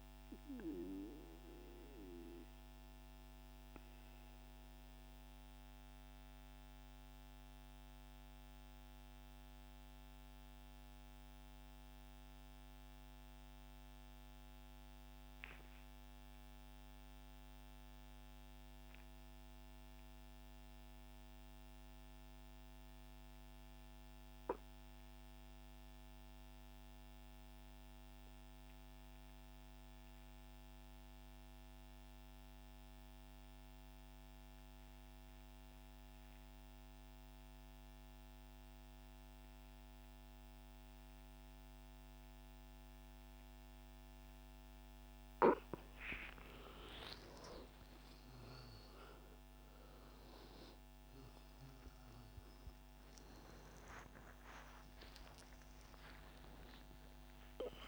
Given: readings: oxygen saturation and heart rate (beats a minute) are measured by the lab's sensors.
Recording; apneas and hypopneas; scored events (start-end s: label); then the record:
breathing in sleep by a microphone on the trachea; 1
0.00-8.50 s: oxygen desaturation (device-marked, oxygen 95% lowest, heart rate 30 extreme)
1.00-44.50 s: mixed apnea (oxygen 99% before, 86% lowest, heart rate 90 before, 33 extreme)
28.50-57.88 s: oxygen desaturation (device-marked, oxygen 98% before, 86% lowest, heart rate 83 before, 35 extreme)
46.00-50.50 s: arousal
From the record:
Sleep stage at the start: N2 (light sleep); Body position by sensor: on the right side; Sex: male